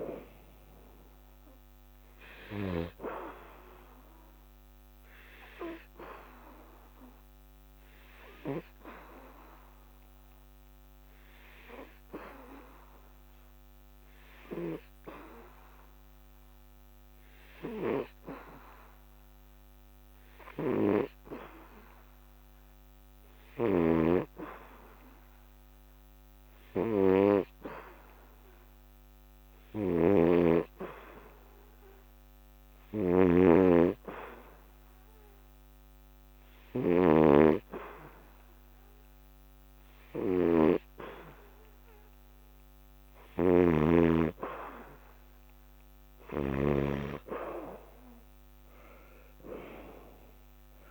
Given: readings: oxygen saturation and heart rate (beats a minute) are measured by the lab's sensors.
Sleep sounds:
breathing in sleep by a microphone on the trachea; 1
0.00-1.50 s: arousal
4.00-44.00 s: hypopnea (oxygen 94% before, 91% lowest, heart rate 78 before, 71 extreme, up 12 after)
32.50-50.91 s: oxygen desaturation (device-marked, oxygen 98% before, 91% lowest, heart rate 75 before, 68 extreme)
45.00-47.50 s: arousal
From the record:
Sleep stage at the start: N2 (light sleep); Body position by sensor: on the back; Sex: male

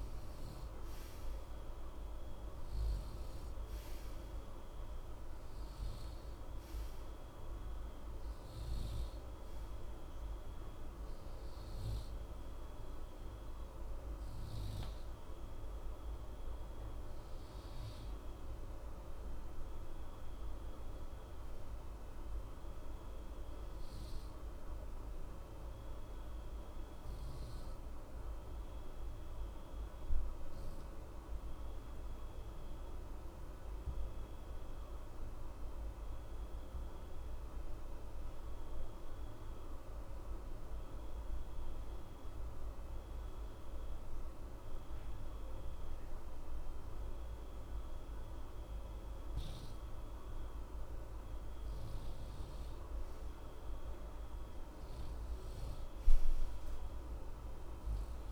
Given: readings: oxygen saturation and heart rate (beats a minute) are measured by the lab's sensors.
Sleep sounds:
breathing in sleep, hard to hear, by a room microphone; 1
0.00-25.50 s: oxygen desaturation (device-marked, oxygen 90% lowest, heart rate 60 extreme)
22.00-49.00 s: obstructive apnea (oxygen 93% before, 89% lowest, heart rate 60 before, 60 extreme, up 0 after)
52.00-56.00 s: arousal
From the record:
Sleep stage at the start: N2 (light sleep); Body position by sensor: on the right side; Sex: male

